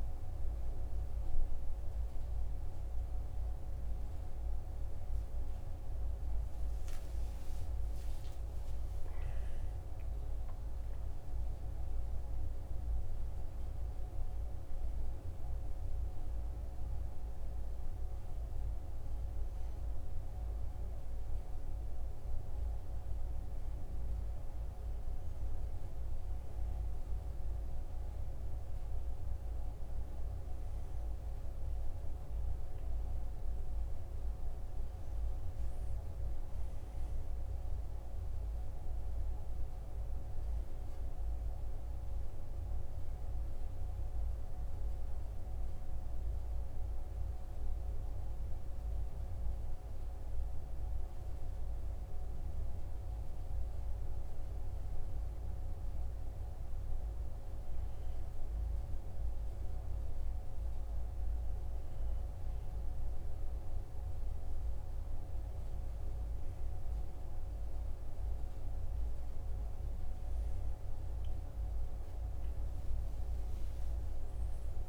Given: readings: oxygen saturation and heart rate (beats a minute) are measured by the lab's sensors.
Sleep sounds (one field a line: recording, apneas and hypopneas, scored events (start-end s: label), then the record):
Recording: breathing in sleep, hard to hear, by a room microphone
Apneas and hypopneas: 2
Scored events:
14.00-24.50 s: obstructive apnea (oxygen 98% before, 95% lowest, heart rate 51 before, 45 extreme, up 6 after)
26.00-30.50 s: arousal
43.50-61.50 s: hypopnea (oxygen 98% before, 95% lowest, heart rate 49 before, 45 extreme, up 4 after)
63.00-67.00 s: arousal
From the record:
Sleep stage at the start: N2 (light sleep)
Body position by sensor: on the right side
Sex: male